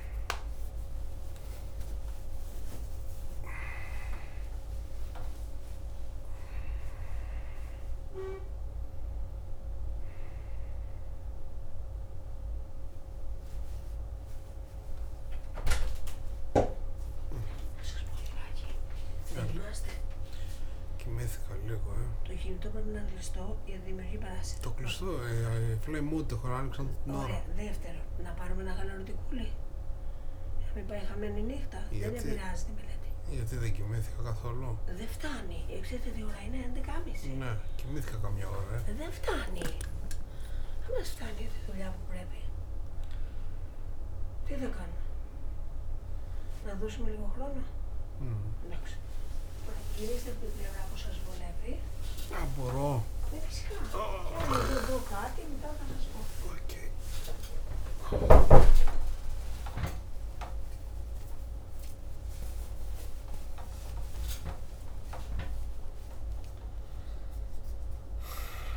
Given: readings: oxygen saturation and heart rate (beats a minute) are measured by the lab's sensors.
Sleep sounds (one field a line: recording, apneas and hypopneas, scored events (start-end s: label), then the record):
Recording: a person awake in a sleep study, by a room microphone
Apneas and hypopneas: none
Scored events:
55.50-64.50 s: tachycardia (device-marked, heart rate 60 before, 142 extreme)
From the record:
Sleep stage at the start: awake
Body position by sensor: on the back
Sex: male